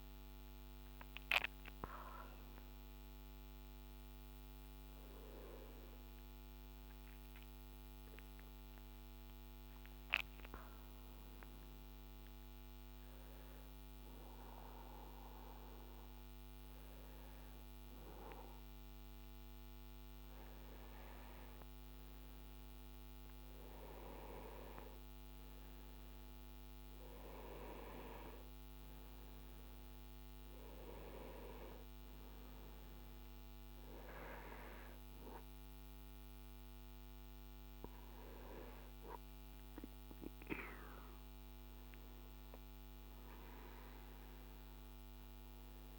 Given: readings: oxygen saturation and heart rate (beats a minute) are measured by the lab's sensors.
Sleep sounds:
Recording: a person partly awake in a sleep study, by a microphone on the trachea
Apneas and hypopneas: 1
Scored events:
4.50-45.98 s: new sleep stage, N2 (light sleep)
7.00-20.50 s: hypopnea (oxygen 95% before, 93% lowest, heart rate 78 before, 54 extreme)
22.50-27.00 s: arousal
28.50-45.98 s: oxygen desaturation (device-marked, oxygen 98% before, 93% lowest, heart rate 62 before, 54 extreme)
43.50-45.98 s: arousal
From the record:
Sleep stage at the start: awake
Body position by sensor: on the back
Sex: male

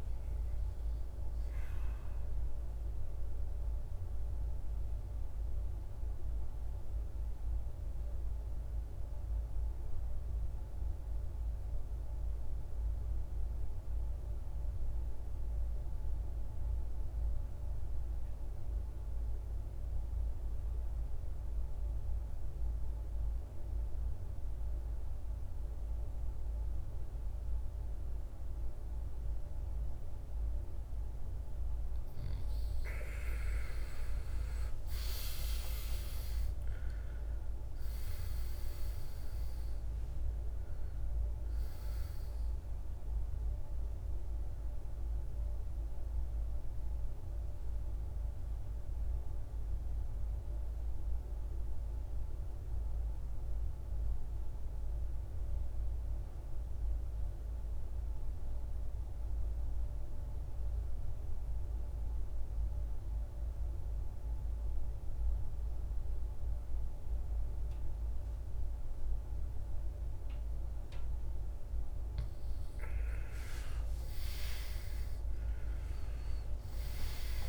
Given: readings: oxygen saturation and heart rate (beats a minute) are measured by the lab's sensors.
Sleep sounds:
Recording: breathing in sleep, hard to hear, by a room microphone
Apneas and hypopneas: 2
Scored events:
0.00-16.00 s: oxygen desaturation (device-marked, oxygen 87% lowest, heart rate 52 extreme)
9.00-31.50 s: mixed apnea (oxygen 98% before, 80% lowest, heart rate 58 before, 51 extreme, up 14 after)
32.00-61.00 s: oxygen desaturation (device-marked, oxygen 97% before, 80% lowest, heart rate 57 before, 51 extreme)
32.50-37.00 s: arousal
43.50-71.50 s: mixed apnea (oxygen 97% before, 79% lowest, heart rate 64 before, 51 extreme, up 20 after)
73.00-77.00 s: arousal
73.00-77.49 s: oxygen desaturation (device-marked, oxygen 98% before, 84% lowest, heart rate 55 before, 52 extreme)
From the record:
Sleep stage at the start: N2 (light sleep)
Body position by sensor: on the back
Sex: male

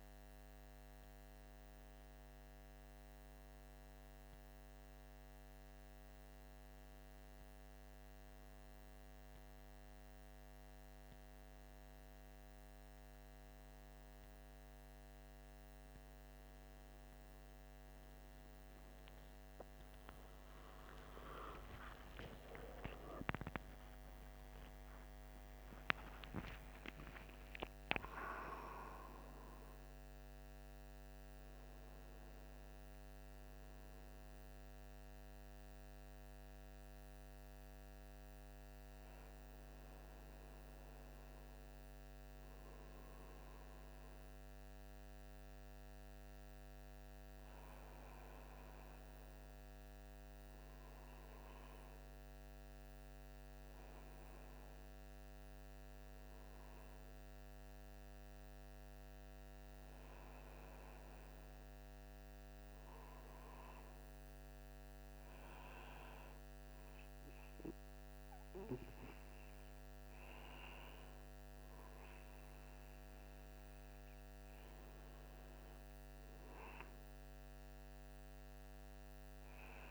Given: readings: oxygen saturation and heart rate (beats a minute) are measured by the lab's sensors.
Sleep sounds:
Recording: breathing in sleep by a microphone on the trachea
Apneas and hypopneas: none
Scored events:
19.50-26.00 s: arousal
From the record:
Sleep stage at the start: N1 (lightest sleep)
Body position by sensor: on the right side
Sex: male

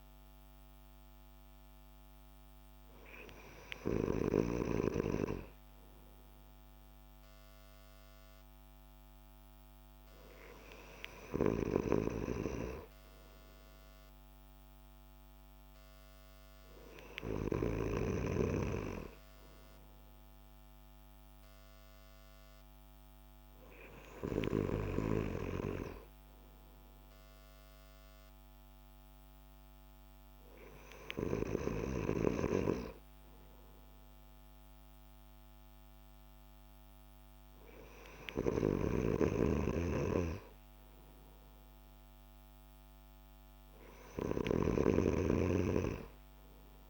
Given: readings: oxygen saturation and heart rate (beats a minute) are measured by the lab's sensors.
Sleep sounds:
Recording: breathing in sleep by a microphone on the trachea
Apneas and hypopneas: none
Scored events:
none scored
From the record:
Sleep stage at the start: N2 (light sleep)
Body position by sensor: on the back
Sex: male

